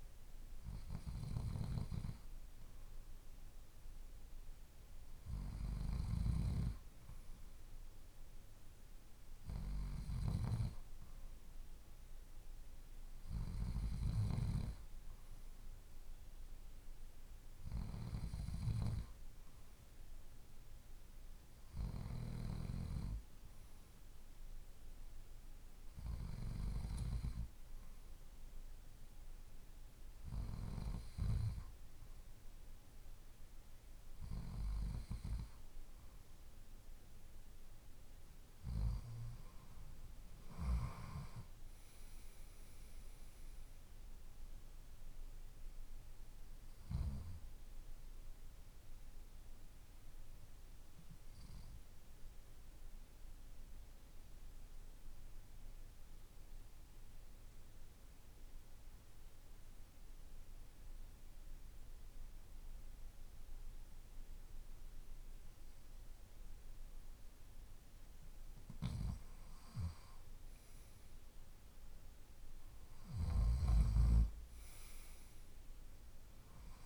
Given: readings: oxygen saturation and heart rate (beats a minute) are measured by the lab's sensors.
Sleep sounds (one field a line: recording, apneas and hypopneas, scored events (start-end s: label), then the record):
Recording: breathing in sleep by a room microphone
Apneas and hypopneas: 1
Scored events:
43.50-46.50 s: arousal
48.50-67.00 s: obstructive apnea (oxygen 94% before, 91% lowest, heart rate 53 before, 48 extreme, up 4 after)
69.00-73.00 s: arousal
From the record:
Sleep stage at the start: N2 (light sleep)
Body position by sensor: on the left side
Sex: male